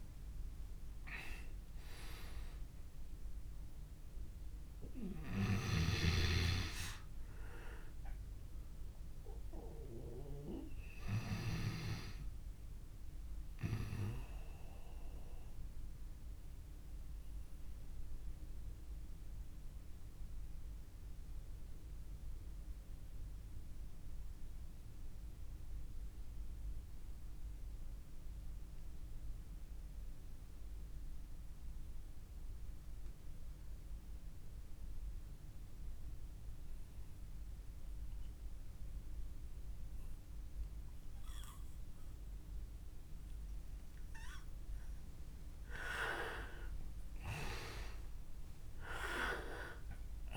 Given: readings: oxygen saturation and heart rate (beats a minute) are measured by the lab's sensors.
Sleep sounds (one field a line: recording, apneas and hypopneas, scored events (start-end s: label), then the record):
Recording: breathing in sleep by a room microphone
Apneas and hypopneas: 1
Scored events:
0.00-24.00 s: oxygen desaturation (device-marked, oxygen 85% lowest)
12.50-42.50 s: obstructive apnea (oxygen 97% before, 85% lowest)
46.00-50.37 s: oxygen desaturation (device-marked, oxygen 99% before, 90% lowest)
46.50-50.00 s: arousal
From the record:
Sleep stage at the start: N2 (light sleep)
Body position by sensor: on the back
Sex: male